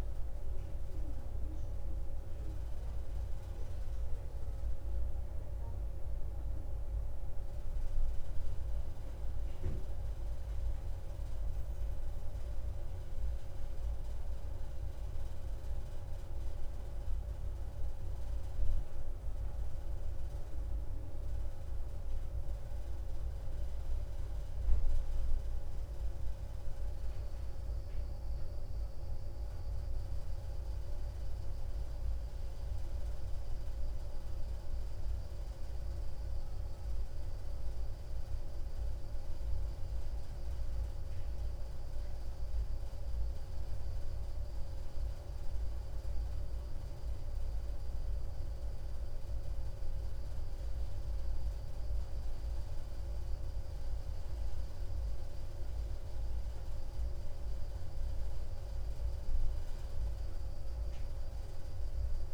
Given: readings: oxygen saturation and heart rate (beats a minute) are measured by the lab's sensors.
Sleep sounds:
breathing in sleep, hard to hear, by a room microphone; none
none scored
From the record:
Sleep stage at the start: N2 (light sleep); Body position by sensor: on the right side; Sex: male

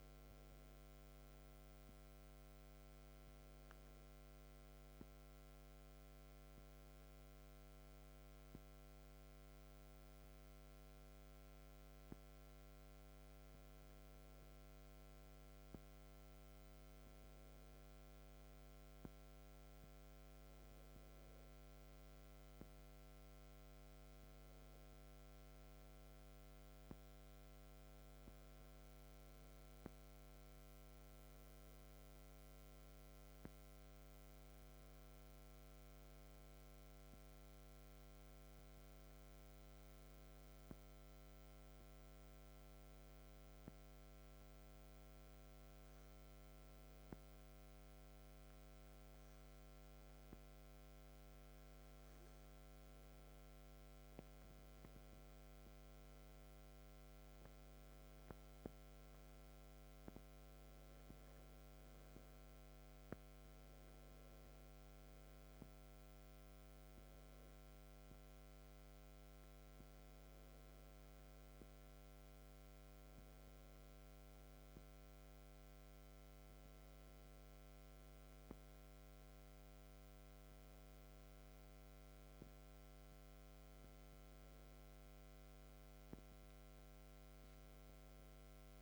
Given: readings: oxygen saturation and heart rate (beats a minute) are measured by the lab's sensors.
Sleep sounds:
breathing in sleep, hard to hear, by a microphone on the trachea; 1
32.50-52.00 s: hypopnea (oxygen 97% before, 93% lowest, heart rate 61 before, 60 extreme, up 7 after)
54.50-58.00 s: arousal
From the record:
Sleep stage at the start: N2 (light sleep); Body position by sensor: on the back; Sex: male

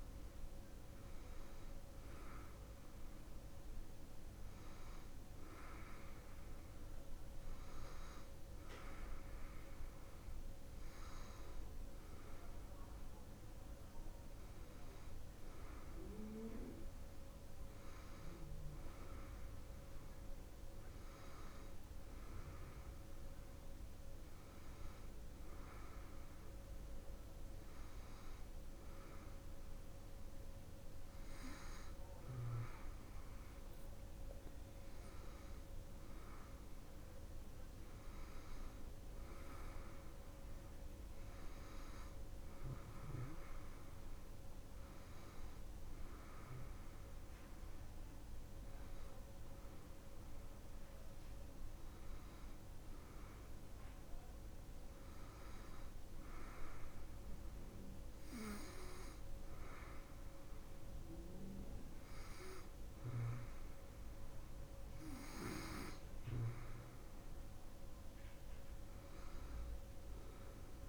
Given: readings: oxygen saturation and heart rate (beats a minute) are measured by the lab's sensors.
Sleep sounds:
breathing in sleep, hard to hear, by a room microphone; none
none scored
From the record:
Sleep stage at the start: N1 (lightest sleep); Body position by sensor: on the back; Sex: female

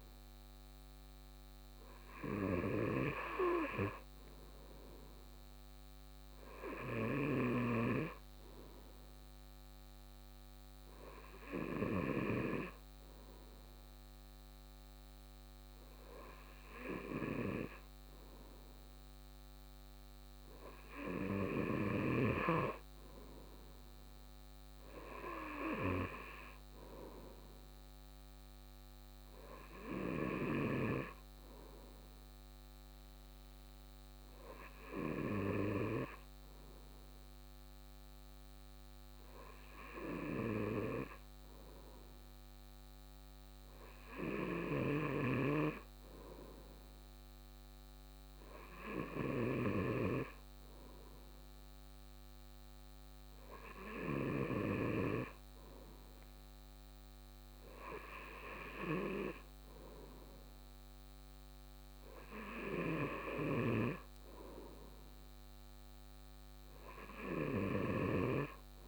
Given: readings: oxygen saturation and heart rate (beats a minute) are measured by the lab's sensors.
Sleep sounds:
breathing in sleep by a microphone on the trachea; none
45.00-50.50 s: snoring (device-marked)
From the record:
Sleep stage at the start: N2 (light sleep); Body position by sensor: on the right side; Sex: male

